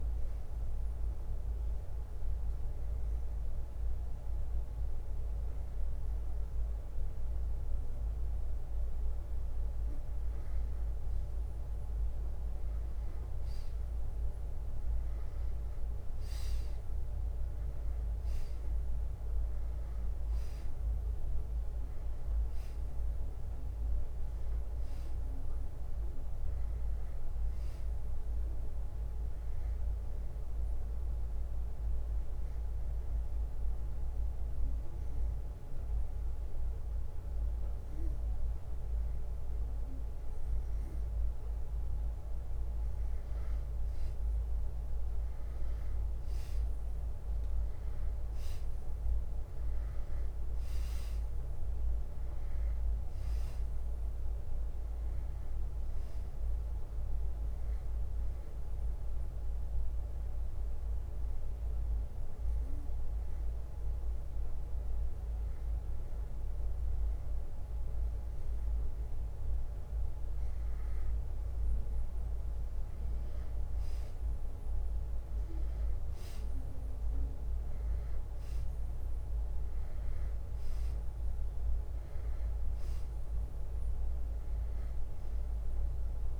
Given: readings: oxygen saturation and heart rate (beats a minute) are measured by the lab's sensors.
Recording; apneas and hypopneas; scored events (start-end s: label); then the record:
breathing in sleep, hard to hear, by a room microphone; 3
0.00-1.50 s: oxygen desaturation (device-marked, oxygen 93% lowest, heart rate 62 extreme)
0.50-10.50 s: obstructive apnea (oxygen 96% before, 91% lowest, heart rate 64 before, 62 extreme, up 0 after)
13.00-17.50 s: arousal
22.50-24.50 s: long interval between heartbeats (device-marked, heart rate 63 before, 68 extreme)
22.50-36.50 s: oxygen desaturation (device-marked, oxygen 96% before, 92% lowest, heart rate 63 before, 61 extreme)
31.00-41.50 s: obstructive apnea (oxygen 96% before, 91% lowest, heart rate 65 before, 61 extreme, up 0 after)
43.00-48.00 s: arousal
49.50-63.50 s: drop in pulse transit time (device-marked, heart rate 62 before, 62 extreme)
50.50-52.50 s: long interval between heartbeats (device-marked, heart rate 62 before, 66 extreme)
53.50-71.50 s: oxygen desaturation (device-marked, oxygen 96% before, 91% lowest, heart rate 62 before, 61 extreme)
56.00-58.00 s: long interval between heartbeats (device-marked, heart rate 63 before, 68 extreme)
59.50-70.00 s: obstructive apnea (oxygen 96% before, 91% lowest, heart rate 64 before, 61 extreme, up 0 after)
72.00-76.50 s: arousal
81.50-86.40 s: oxygen desaturation (device-marked, oxygen 96% before, 93% lowest, heart rate 62 before, 56 extreme)
From the record:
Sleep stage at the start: N2 (light sleep); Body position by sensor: on the back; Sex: male